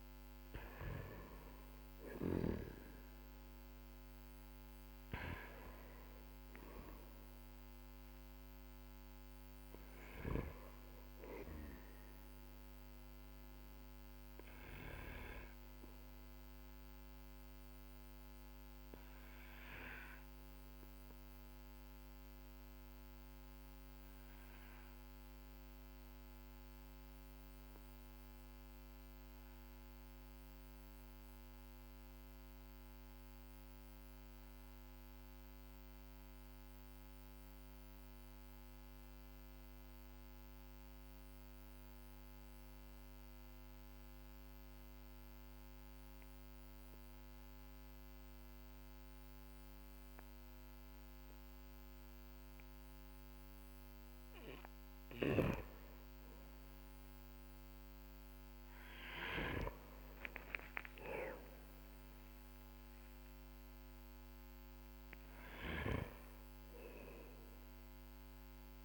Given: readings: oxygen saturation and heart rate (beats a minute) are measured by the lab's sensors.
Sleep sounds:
breathing in sleep by a microphone on the trachea; 1
0.00-1.50 s: arousal
0.00-1.50 s: snoring (device-marked)
8.00-36.00 s: oxygen desaturation (device-marked, oxygen 97% before, 94% lowest, heart rate 48 before, 44 extreme)
21.50-53.50 s: obstructive apnea (oxygen 98% before, 93% lowest, heart rate 48 before, 46 extreme, up 9 after)
54.50-60.00 s: arousal
64.00-68.84 s: oxygen desaturation (device-marked, oxygen 97% before, 93% lowest, heart rate 52 before, 41 extreme)
From the record:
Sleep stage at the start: N2 (light sleep); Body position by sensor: on the back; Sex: male

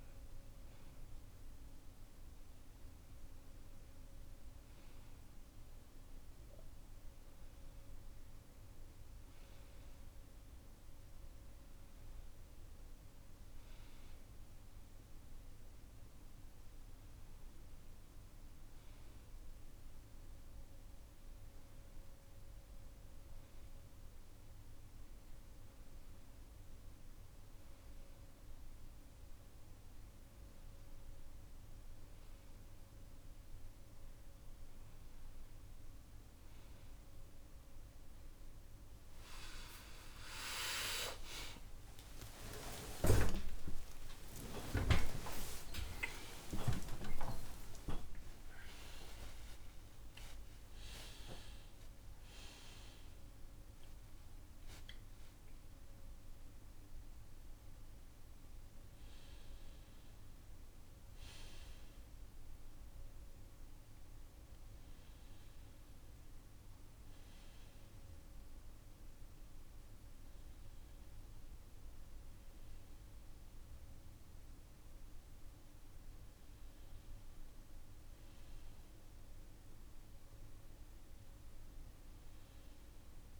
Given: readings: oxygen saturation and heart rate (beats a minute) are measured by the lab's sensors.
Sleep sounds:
a person awake in a sleep study, by a room microphone; none
32.00-83.40 s: new sleep stage, awake
70.00-78.00 s: oxygen desaturation (device-marked, oxygen 98% before, 94% lowest)
From the record:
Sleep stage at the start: N2 (light sleep); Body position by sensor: on the right side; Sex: male

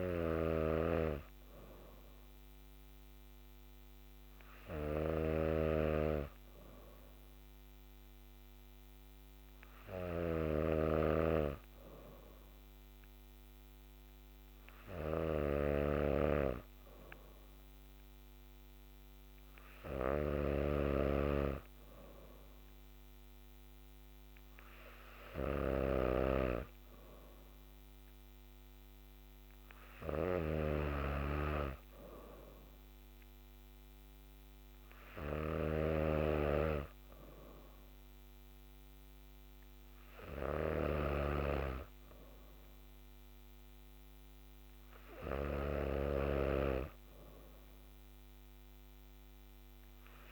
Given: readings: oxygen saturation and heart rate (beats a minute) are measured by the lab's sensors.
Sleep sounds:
breathing in sleep by a microphone on the trachea; none
0.00-50.32 s: snoring (device-marked)
From the record:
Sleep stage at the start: N3 (deep sleep); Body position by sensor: on the back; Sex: female

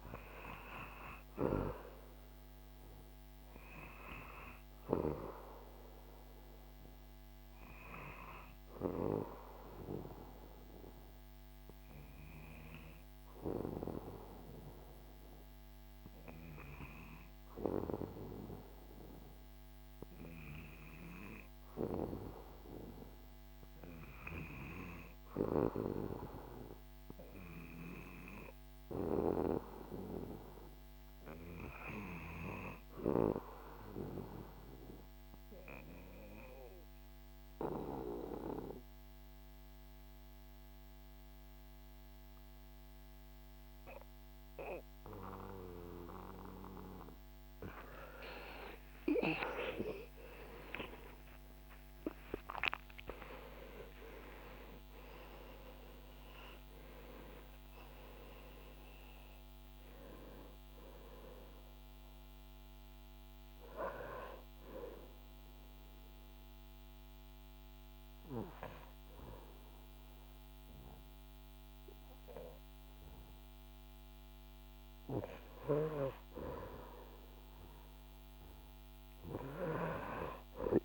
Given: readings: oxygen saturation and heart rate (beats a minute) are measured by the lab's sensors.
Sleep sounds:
breathing in sleep by a microphone on the trachea; 3
1.00-18.00 s: oxygen desaturation (device-marked, oxygen 95% before, 92% lowest, heart rate 78 before, 68 extreme)
9.00-21.00 s: obstructive apnea (oxygen 97% before, 90% lowest, heart rate 77 before, 67 extreme, up 3 after)
22.50-27.00 s: arousal
33.00-61.00 s: oxygen desaturation (device-marked, oxygen 97% before, 92% lowest, heart rate 78 before, 67 extreme)
34.50-46.50 s: obstructive apnea (oxygen 98% before, 90% lowest, heart rate 78 before, 67 extreme, up 38 after)
47.50-51.50 s: arousal
52.00-80.85 s: new sleep stage, N1 (lightest sleep)
63.50-74.50 s: obstructive apnea (oxygen 95% before, 90% lowest, heart rate 88 before, 74 extreme, up 1 after)
68.00-76.00 s: oxygen desaturation (device-marked, oxygen 93% before, 90% lowest, heart rate 93 before, 74 extreme)
76.00-80.00 s: arousal
From the record:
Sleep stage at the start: N2 (light sleep); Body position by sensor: on the back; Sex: male

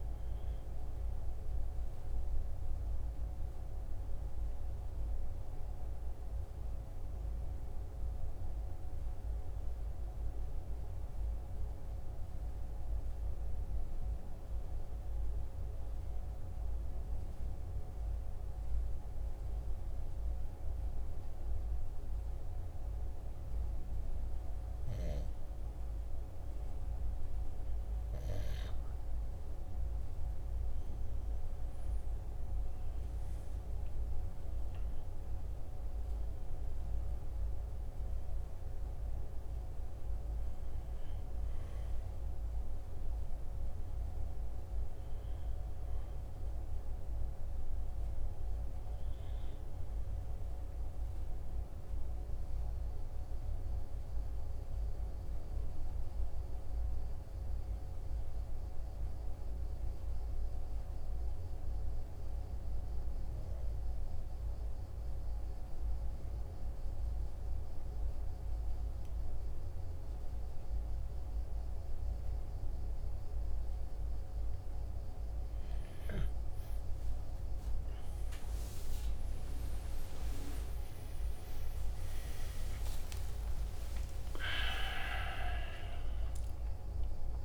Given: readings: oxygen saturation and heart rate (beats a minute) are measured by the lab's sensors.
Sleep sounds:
breathing in sleep, hard to hear, by a room microphone; 2
0.00-11.00 s: oxygen desaturation (device-marked, oxygen 92% lowest, heart rate 42 extreme)
6.50-28.00 s: obstructive apnea (oxygen 97% before, 93% lowest, heart rate 45 before, 43 extreme, up 5 after)
30.50-34.00 s: arousal
51.00-74.50 s: obstructive apnea (oxygen 97% before, 93% lowest, heart rate 47 before, 45 extreme, up 6 after)
77.50-83.00 s: arousal
From the record:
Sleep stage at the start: N2 (light sleep); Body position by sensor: on the right side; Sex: male

